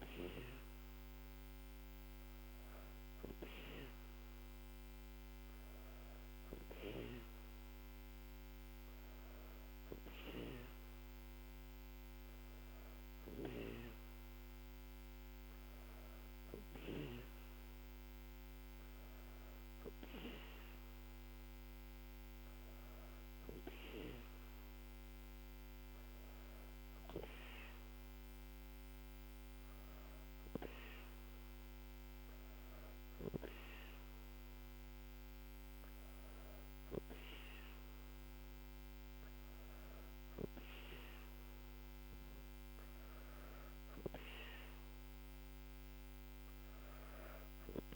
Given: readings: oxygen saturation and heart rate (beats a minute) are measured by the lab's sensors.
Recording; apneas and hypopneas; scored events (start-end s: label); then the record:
breathing in sleep by a microphone on the trachea; none
none scored
From the record:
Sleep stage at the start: N2 (light sleep); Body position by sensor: on the back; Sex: female